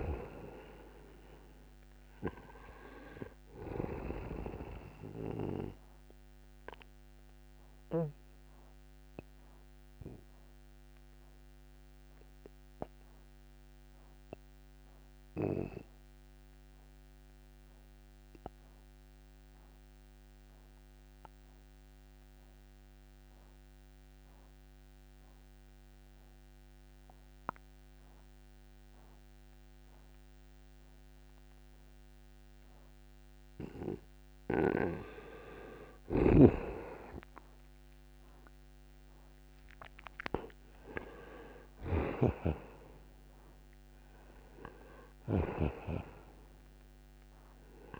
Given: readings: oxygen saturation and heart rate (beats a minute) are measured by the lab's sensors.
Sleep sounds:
breathing in sleep by a microphone on the trachea; 1
0.00-28.50 s: oxygen desaturation (device-marked, oxygen 86% lowest, heart rate 64 extreme)
8.00-32.50 s: central apnea (oxygen 97% before, 82% lowest, heart rate 66 before, 64 extreme, up 9 after)
35.50-40.00 s: arousal
36.50-47.99 s: oxygen desaturation (device-marked, oxygen 94% before, 82% lowest, heart rate 64 before, 61 extreme)
42.00-46.00 s: snoring (device-marked)
From the record:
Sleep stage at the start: N2 (light sleep); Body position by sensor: on the right side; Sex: male

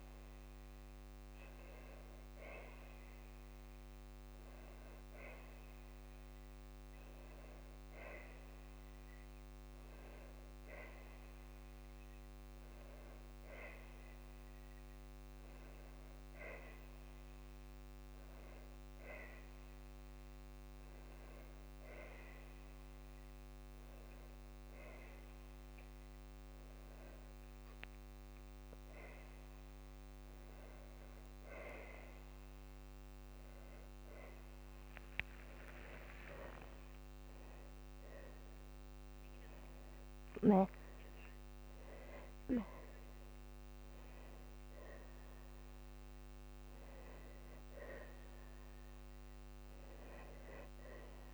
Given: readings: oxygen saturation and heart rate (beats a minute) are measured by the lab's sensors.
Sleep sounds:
a person awake in a sleep study, by a microphone on the trachea; none
none scored
From the record:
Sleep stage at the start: awake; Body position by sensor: on the back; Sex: female

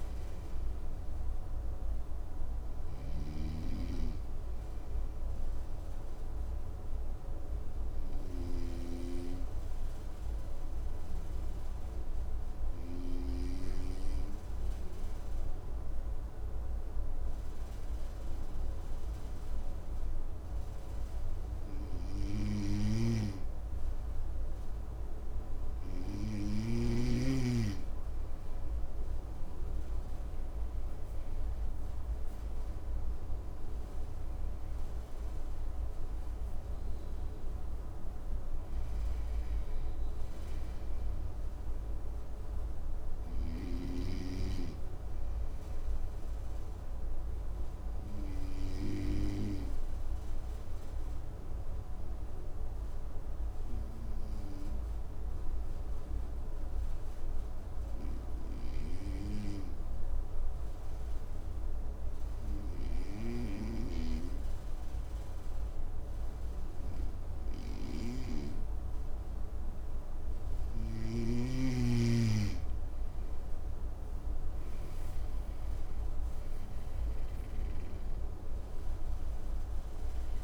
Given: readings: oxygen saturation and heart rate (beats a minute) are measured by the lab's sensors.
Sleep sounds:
breathing in sleep by a room microphone; 2
0.00-13.00 s: snoring (device-marked)
3.50-24.50 s: obstructive apnea (oxygen 98% before, 94% lowest, heart rate 62 before, 54 extreme, up 6 after)
22.00-26.50 s: snoring (device-marked)
27.50-33.00 s: arousal
46.50-70.00 s: obstructive apnea (oxygen 99% before, 93% lowest, heart rate 60 before, 53 extreme, up 10 after)
72.00-76.50 s: arousal
74.00-80.44 s: oxygen desaturation (device-marked, oxygen 98% before, 93% lowest, heart rate 54 before, 54 extreme)
From the record:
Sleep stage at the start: N2 (light sleep); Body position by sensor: on the front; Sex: male

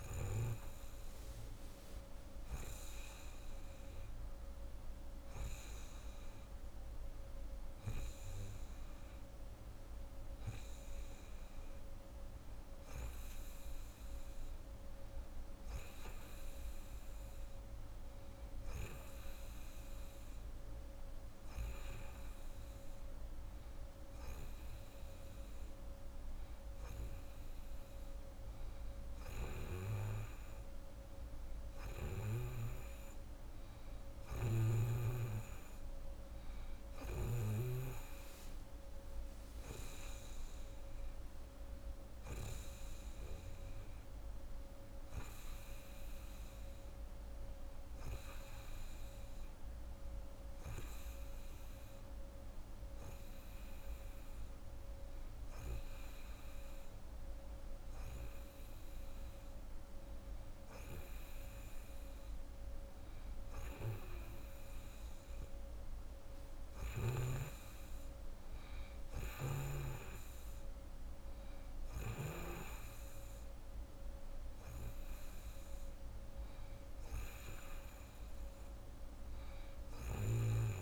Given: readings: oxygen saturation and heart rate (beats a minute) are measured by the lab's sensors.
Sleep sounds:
breathing in sleep by a room microphone; none
69.00-72.50 s: snoring (device-marked)
From the record:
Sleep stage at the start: N2 (light sleep); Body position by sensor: on the right side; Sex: female

